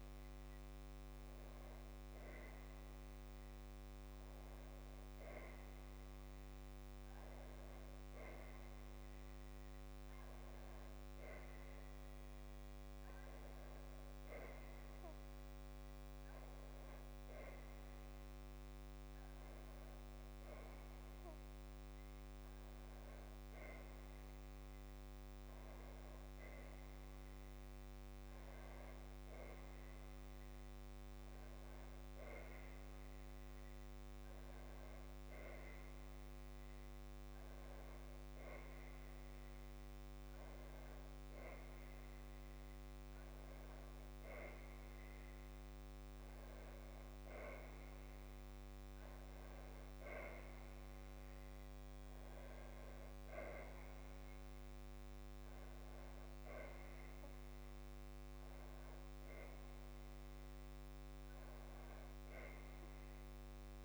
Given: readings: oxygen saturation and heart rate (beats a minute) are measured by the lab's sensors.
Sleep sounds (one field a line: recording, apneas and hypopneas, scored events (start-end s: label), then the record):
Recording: a person awake in a sleep study, hard to hear, by a microphone on the trachea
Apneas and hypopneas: none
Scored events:
none scored
From the record:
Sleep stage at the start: awake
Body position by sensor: on the back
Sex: female